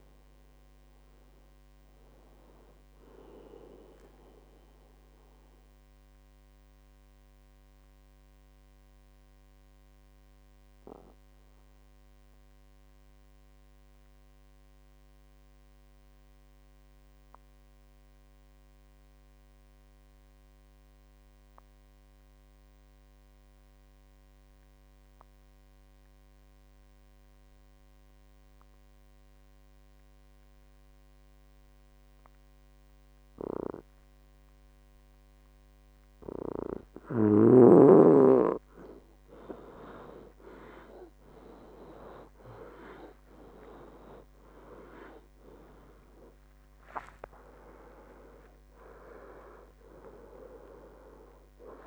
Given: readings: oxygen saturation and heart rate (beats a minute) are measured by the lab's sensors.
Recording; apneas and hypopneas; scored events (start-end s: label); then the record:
breathing in sleep by a microphone on the trachea; 1
0.00-14.50 s: oxygen desaturation (device-marked, oxygen 89% lowest, heart rate 55 extreme)
5.50-36.50 s: obstructive apnea (oxygen 98% before, 88% lowest, heart rate 74 before, 55 extreme, up 21 after)
32.50-51.87 s: oxygen desaturation (device-marked, oxygen 98% before, 88% lowest, heart rate 58 before, 58 extreme)
38.50-40.50 s: long interval between heartbeats (device-marked, heart rate 58 before, 68 extreme)
44.00-48.00 s: arousal
From the record:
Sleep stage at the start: N2 (light sleep); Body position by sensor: on the back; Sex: male